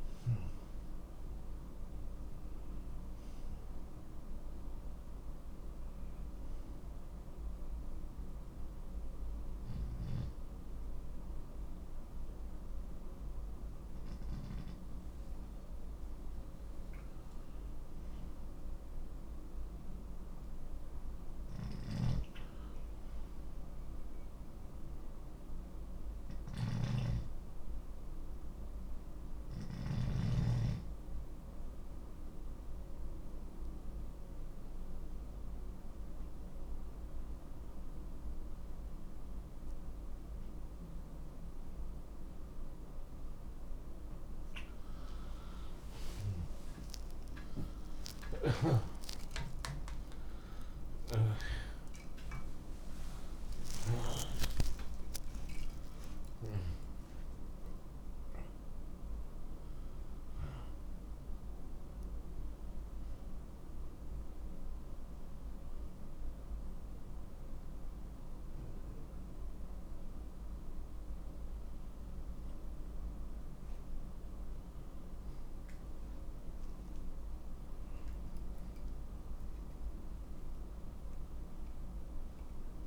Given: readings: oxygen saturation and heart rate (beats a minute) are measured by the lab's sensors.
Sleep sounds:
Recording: breathing in sleep by a room microphone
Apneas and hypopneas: 1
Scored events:
9.00-16.00 s: oxygen desaturation (device-marked, oxygen 95% before, 92% lowest)
19.50-24.00 s: arousal
27.00-44.00 s: obstructive apnea (oxygen 95% before, 90% lowest)
47.00-53.00 s: arousal
70.00-82.87 s: new sleep stage, N1 (lightest sleep)
73.50-79.50 s: arousal
From the record:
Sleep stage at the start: N2 (light sleep)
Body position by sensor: on the back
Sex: male

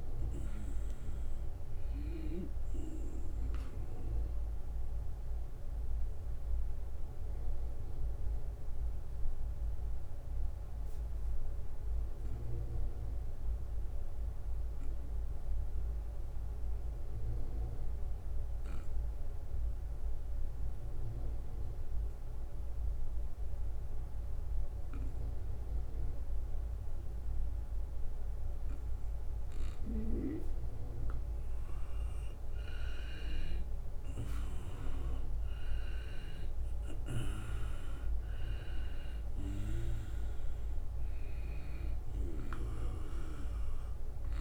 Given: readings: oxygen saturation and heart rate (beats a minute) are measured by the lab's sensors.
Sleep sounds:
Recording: breathing in sleep by a room microphone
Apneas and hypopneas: 1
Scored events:
0.00-15.00 s: oxygen desaturation (device-marked, oxygen 92% lowest, heart rate 75 extreme)
4.50-31.50 s: obstructive apnea (oxygen 97% before, 92% lowest, heart rate 81 before, 75 extreme, up 7 after)
33.00-38.50 s: arousal
From the record:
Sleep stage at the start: N2 (light sleep)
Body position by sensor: on the right side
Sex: male

